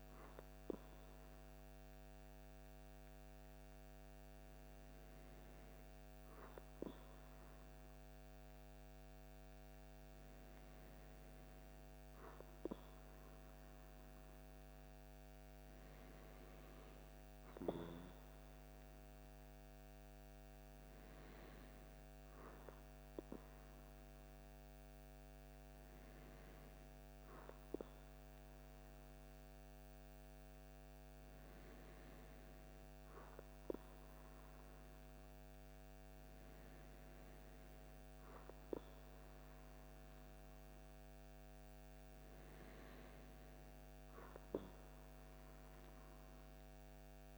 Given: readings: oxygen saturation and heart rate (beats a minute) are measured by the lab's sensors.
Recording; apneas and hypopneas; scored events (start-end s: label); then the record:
breathing in sleep, hard to hear, by a microphone on the trachea; none
none scored
From the record:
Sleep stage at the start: N2 (light sleep); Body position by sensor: on the back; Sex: male